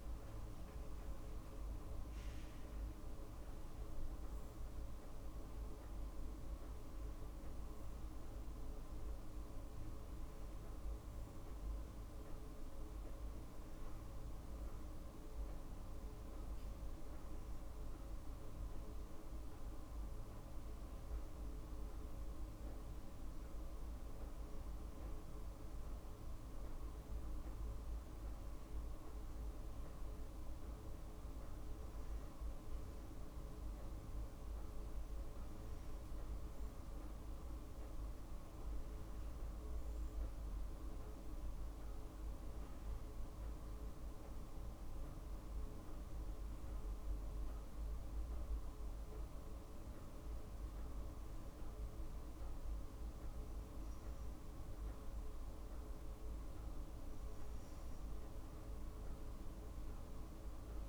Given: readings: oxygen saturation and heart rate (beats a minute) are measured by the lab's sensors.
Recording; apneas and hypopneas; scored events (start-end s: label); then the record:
breathing in sleep, hard to hear, by a room microphone; none
none scored
From the record:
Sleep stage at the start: N2 (light sleep); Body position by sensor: on the back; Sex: female